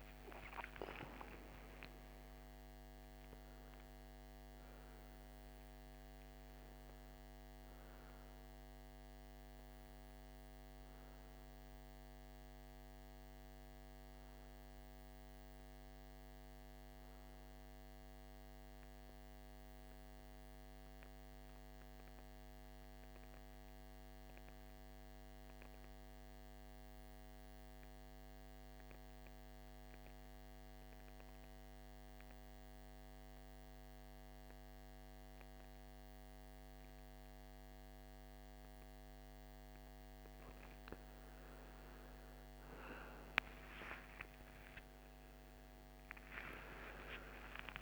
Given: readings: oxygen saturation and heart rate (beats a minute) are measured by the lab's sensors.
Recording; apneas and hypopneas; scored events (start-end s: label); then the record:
breathing in sleep by a microphone on the trachea; 1
0.00-18.00 s: oxygen desaturation (device-marked, oxygen 87% lowest, heart rate 53 extreme)
21.00-24.00 s: arousal
27.50-40.00 s: central apnea (oxygen 98% before, 89% lowest, heart rate 60 before, 54 extreme, up 16 after)
42.00-47.82 s: oxygen desaturation (device-marked, oxygen 98% before, 89% lowest, heart rate 54 before, 52 extreme)
43.00-47.82 s: arousal
From the record:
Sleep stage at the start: N2 (light sleep); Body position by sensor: on the right side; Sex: male